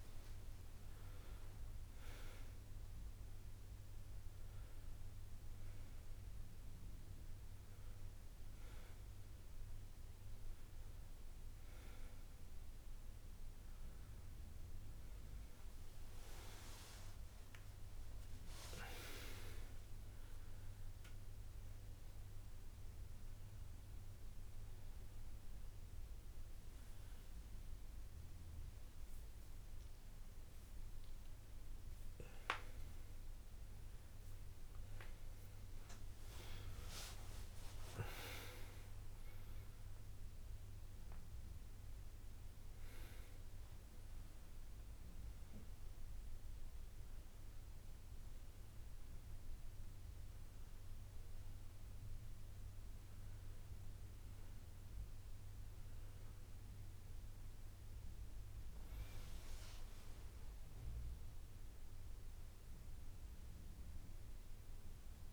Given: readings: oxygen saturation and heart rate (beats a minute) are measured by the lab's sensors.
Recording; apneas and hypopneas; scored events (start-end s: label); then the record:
a person awake in a sleep study, by a room microphone; none
0.00-13.50 s: drop in pulse transit time (device-marked, heart rate 65 extreme)
16.50-18.50 s: long interval between heartbeats (device-marked, heart rate 79 before, 83 extreme)
20.00-22.00 s: long interval between heartbeats (device-marked, heart rate 77 before, 90 extreme)
31.00-33.00 s: long interval between heartbeats (device-marked, heart rate 76 before, 80 extreme)
36.00-38.00 s: long interval between heartbeats (device-marked, heart rate 80 before, 87 extreme)
55.50-65.33 s: drop in pulse transit time (device-marked, heart rate 72 before, 60 extreme)
63.50-65.33 s: long interval between heartbeats (device-marked, heart rate 64 before, 65 extreme)
From the record:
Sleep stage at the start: awake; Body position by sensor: on the back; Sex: male